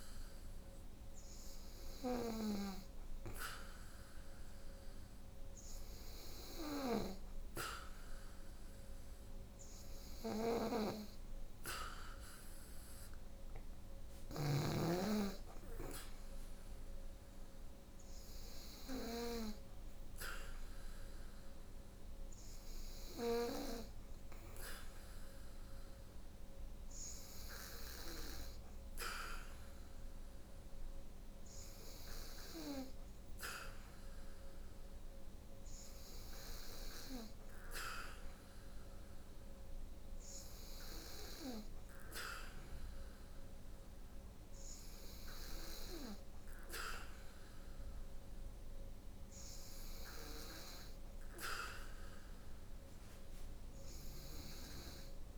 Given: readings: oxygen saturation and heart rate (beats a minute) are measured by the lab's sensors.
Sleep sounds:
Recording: breathing in sleep by a room microphone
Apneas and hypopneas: none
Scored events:
9.50-13.00 s: snoring (device-marked)
From the record:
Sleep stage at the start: N2 (light sleep)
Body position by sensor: on the back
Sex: female

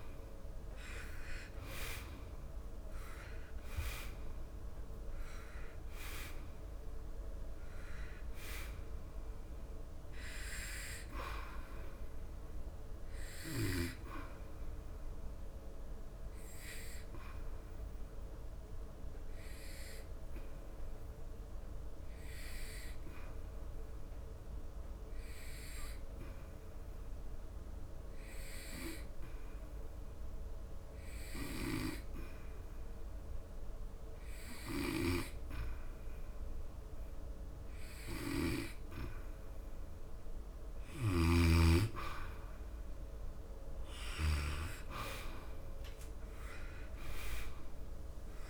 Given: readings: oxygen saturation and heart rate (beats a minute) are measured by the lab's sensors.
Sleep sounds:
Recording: breathing in sleep by a room microphone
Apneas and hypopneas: 1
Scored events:
0.00-1.00 s: arousal
0.00-28.00 s: oxygen desaturation (device-marked, oxygen 90% lowest, heart rate 68 extreme)
15.00-40.50 s: hypopnea (oxygen 99% before, 90% lowest, heart rate 77 before, 68 extreme, up 11 after)
42.00-48.50 s: oxygen desaturation (device-marked, oxygen 98% before, 91% lowest, heart rate 75 before, 72 extreme)
45.50-48.50 s: arousal
From the record:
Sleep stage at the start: N2 (light sleep)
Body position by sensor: on the back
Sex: male

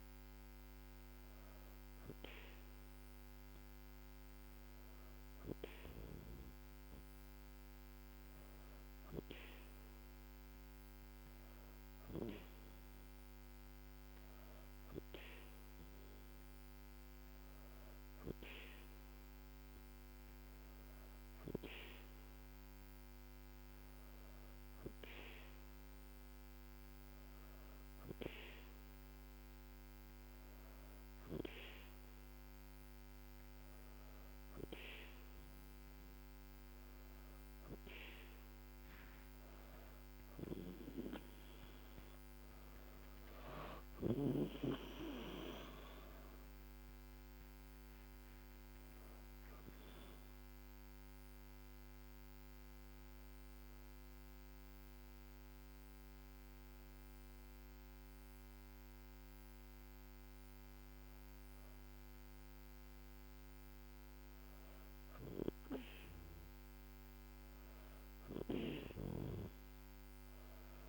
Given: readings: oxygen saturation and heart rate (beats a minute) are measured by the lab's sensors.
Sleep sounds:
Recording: breathing in sleep by a microphone on the trachea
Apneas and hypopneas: 1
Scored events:
51.50-62.00 s: hypopnea (oxygen 96% before, 95% lowest, heart rate 78 before, 76 extreme, up 2 after)
64.00-68.00 s: arousal
From the record:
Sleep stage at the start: N2 (light sleep)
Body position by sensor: on the back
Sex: female

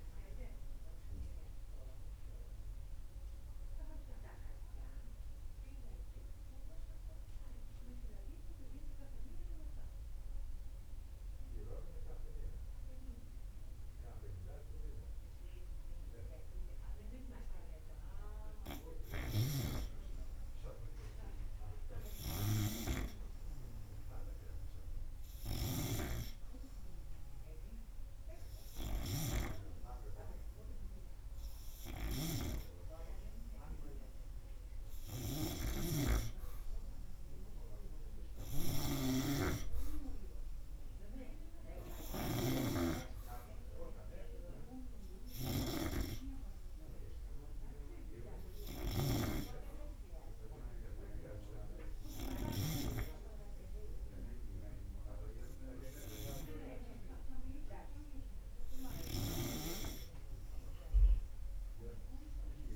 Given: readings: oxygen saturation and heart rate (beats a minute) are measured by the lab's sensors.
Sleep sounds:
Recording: breathing in sleep by a room microphone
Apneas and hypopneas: 1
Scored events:
2.00-19.50 s: obstructive apnea (oxygen 98% before, 92% lowest, heart rate 82 before, 76 extreme, up 0 after)
11.50-22.50 s: oxygen desaturation (device-marked, oxygen 98% before, 93% lowest, heart rate 83 before, 76 extreme)
19.50-36.50 s: snoring (device-marked)
22.50-26.00 s: arousal
From the record:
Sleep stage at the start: N2 (light sleep)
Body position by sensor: on the right side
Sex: male

